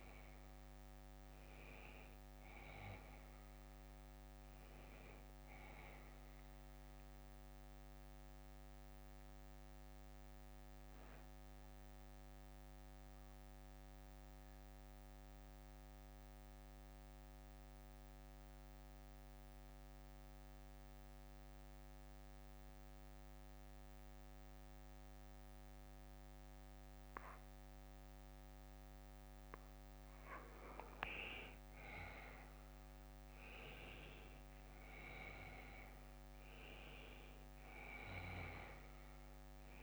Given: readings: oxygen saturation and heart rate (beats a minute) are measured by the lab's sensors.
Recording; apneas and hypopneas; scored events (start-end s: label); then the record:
breathing in sleep by a microphone on the trachea; 1
3.00-29.00 s: bradycardia (device-marked, heart rate 60 before, 48 extreme)
9.50-29.50 s: central apnea (oxygen 97% before, 91% lowest, heart rate 63 before, 50 extreme, up 13 after)
18.00-30.00 s: oxygen desaturation (device-marked, oxygen 95% before, 91% lowest, heart rate 57 before, 51 extreme)
33.00-36.50 s: arousal
From the record:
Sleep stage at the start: N2 (light sleep); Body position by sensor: on the back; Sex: male